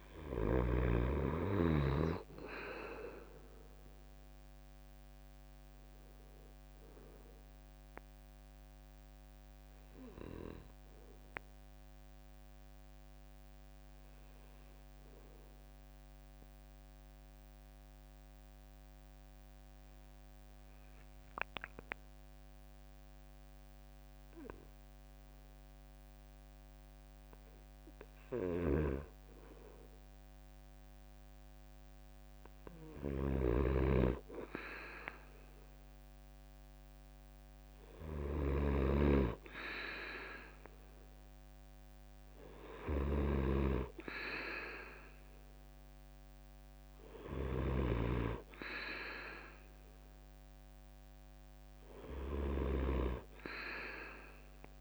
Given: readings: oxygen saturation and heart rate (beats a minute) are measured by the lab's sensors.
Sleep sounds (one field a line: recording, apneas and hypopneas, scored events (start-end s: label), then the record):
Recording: breathing in sleep by a microphone on the trachea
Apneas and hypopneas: 1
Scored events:
6.00-19.00 s: drop in pulse transit time (device-marked, heart rate 67 before, 62 extreme)
13.50-28.00 s: obstructive apnea (oxygen 95% before, 92% lowest, heart rate 68 before, 62 extreme, up 7 after)
28.00-54.81 s: snoring (device-marked)
31.00-35.00 s: arousal
41.00-54.81 s: oxygen desaturation (device-marked, oxygen 97% before, 92% lowest, heart rate 68 before, 68 extreme)
From the record:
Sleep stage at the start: N2 (light sleep)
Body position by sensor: on the right side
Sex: male